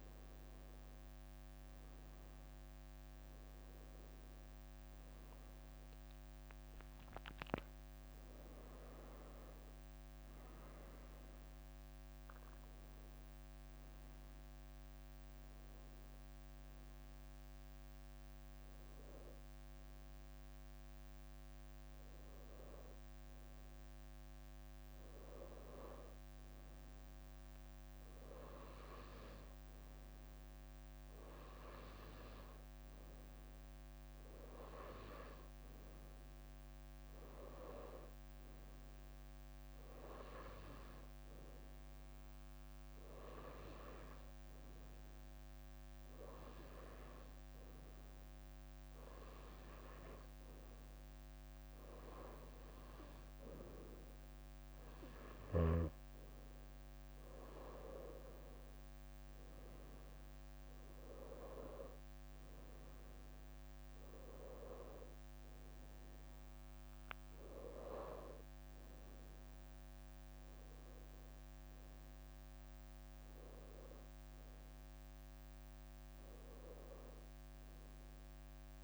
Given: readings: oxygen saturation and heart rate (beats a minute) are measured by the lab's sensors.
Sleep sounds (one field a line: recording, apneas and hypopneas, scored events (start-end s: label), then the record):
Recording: breathing in sleep by a microphone on the trachea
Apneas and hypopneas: none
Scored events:
0.00-2.50 s: leg movement (device-marked)
14.50-78.84 s: new sleep stage, N2 (light sleep)
22.50-23.50 s: leg movement (device-marked)
24.50-26.50 s: leg movement (device-marked)
28.00-30.50 s: leg movement (device-marked)
35.00-43.00 s: leg movement (device-marked)
46.00-48.00 s: leg movement (device-marked)
49.00-53.50 s: leg movement (device-marked)
55.00-65.00 s: leg movement (device-marked)
From the record:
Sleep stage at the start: N1 (lightest sleep)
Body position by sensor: on the right side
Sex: female